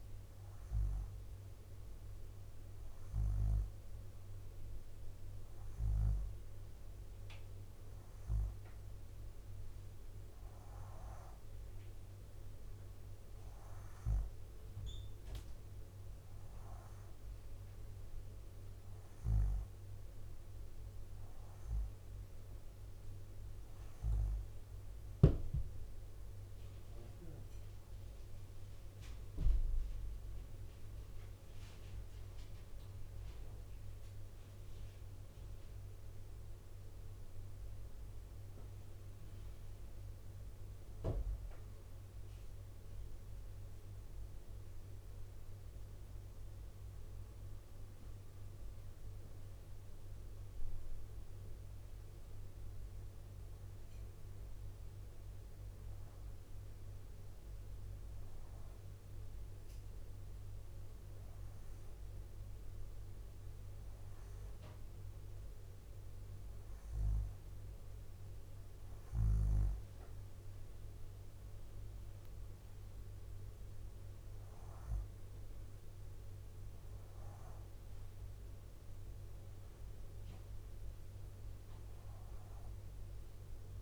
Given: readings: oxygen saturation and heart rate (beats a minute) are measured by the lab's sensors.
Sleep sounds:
breathing in sleep, hard to hear, by a room microphone; 2
0.00-6.00 s: drop in pulse transit time (device-marked, heart rate 59 extreme)
8.00-10.00 s: bradycardia (device-marked, heart rate 64 before, 62 extreme)
10.00-13.50 s: arousal
23.50-34.50 s: hypopnea (oxygen 96% before, 93% lowest, heart rate 63 before, 58 extreme, up 7 after)
33.00-35.00 s: bradycardia (device-marked, heart rate 64 before, 60 extreme)
36.00-40.00 s: arousal
48.00-68.00 s: drop in pulse transit time (device-marked, heart rate 63 before, 63 extreme)
58.00-69.00 s: hypopnea (oxygen 95% before, 93% lowest, heart rate 66 before, 59 extreme, up 1 after)
71.50-75.50 s: arousal
From the record:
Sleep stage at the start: N2 (light sleep); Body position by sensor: upright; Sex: female

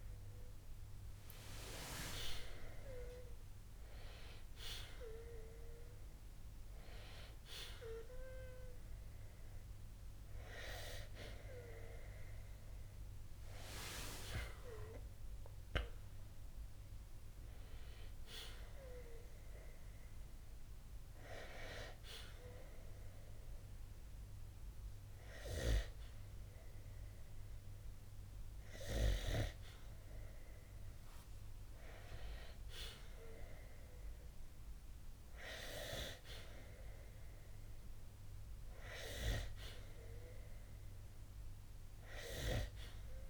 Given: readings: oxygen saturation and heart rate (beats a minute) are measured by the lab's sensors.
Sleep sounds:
breathing in sleep by a room microphone; none
none scored
From the record:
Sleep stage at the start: N2 (light sleep); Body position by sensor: on the back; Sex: male

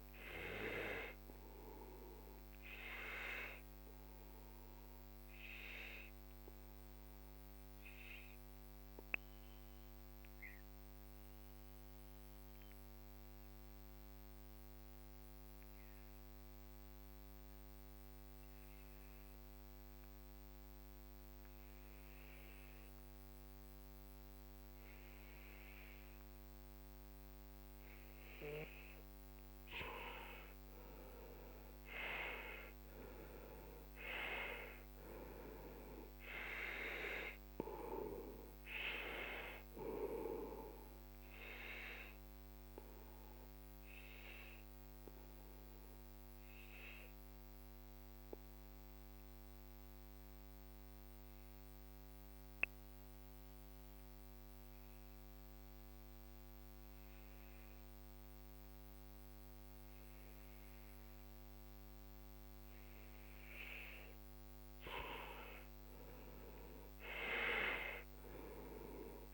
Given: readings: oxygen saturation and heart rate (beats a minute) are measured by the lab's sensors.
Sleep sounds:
breathing in sleep by a microphone on the trachea; 2
0.00-3.00 s: oxygen desaturation (device-marked, oxygen 90% lowest, heart rate 42 extreme)
2.50-28.50 s: obstructive apnea (oxygen 97% before, 91% lowest, heart rate 53 before, 42 extreme, up 12 after)
30.50-35.50 s: arousal
32.00-53.00 s: oxygen desaturation (device-marked, oxygen 98% before, 91% lowest, heart rate 48 before, 44 extreme)
42.50-63.50 s: obstructive apnea (oxygen 98% before, 91% lowest, heart rate 54 before, 41 extreme, up 11 after)
63.00-69.34 s: oxygen desaturation (device-marked, oxygen 97% before, 91% lowest, heart rate 48 before, 41 extreme)
65.00-69.34 s: arousal
From the record:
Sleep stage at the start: N2 (light sleep); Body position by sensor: on the back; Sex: male

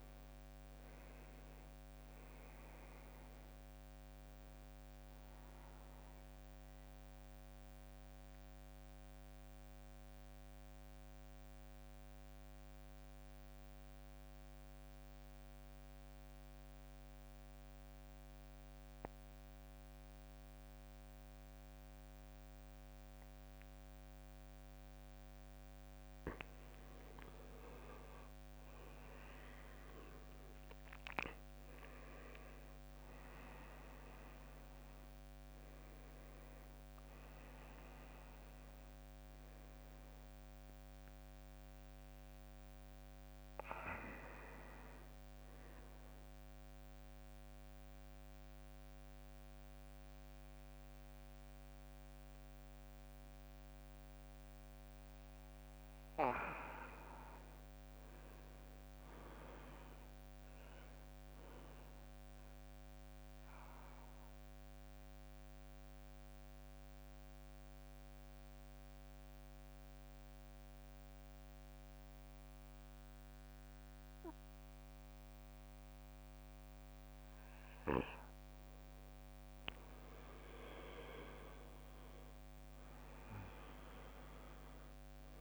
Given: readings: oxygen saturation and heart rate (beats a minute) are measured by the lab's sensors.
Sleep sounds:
breathing in sleep by a microphone on the trachea; 3
0.00-4.50 s: oxygen desaturation (device-marked, oxygen 93% lowest, heart rate 56 extreme)
6.50-25.50 s: mixed apnea (oxygen 98% before, 91% lowest, heart rate 66 before, 56 extreme, up 11 after)
27.50-32.00 s: arousal
28.50-49.50 s: oxygen desaturation (device-marked, oxygen 98% before, 91% lowest, heart rate 59 before, 54 extreme)
46.50-57.00 s: central apnea (oxygen 98% before, 91% lowest, heart rate 65 before, 54 extreme, up 10 after)
59.00-61.50 s: arousal
64.00-79.00 s: mixed apnea (oxygen 98% before, 91% lowest, heart rate 59 before, 54 extreme, up 16 after)
78.50-85.41 s: oxygen desaturation (device-marked, oxygen 97% before, 91% lowest, heart rate 60 before, 54 extreme)
80.00-84.50 s: arousal
From the record:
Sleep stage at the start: N2 (light sleep); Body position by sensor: on the back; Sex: male

